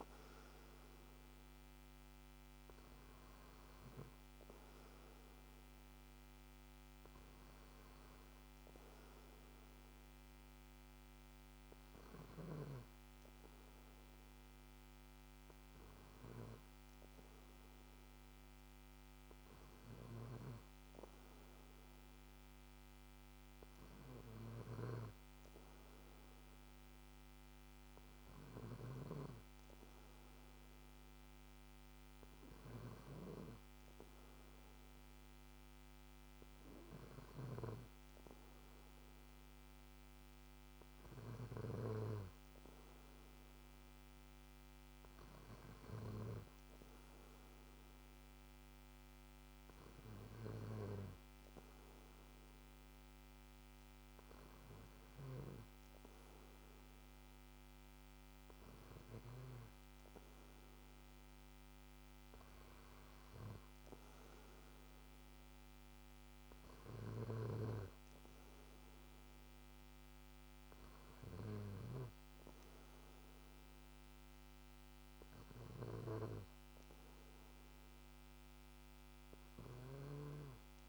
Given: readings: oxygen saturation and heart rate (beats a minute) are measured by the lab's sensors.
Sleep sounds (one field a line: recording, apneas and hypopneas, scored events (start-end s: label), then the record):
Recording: breathing in sleep by a microphone on the trachea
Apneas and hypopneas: none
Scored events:
20.00-29.00 s: snoring (device-marked)
37.00-41.50 s: snoring (device-marked)
75.50-80.00 s: snoring (device-marked)
From the record:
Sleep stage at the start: N2 (light sleep)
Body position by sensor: on the back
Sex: male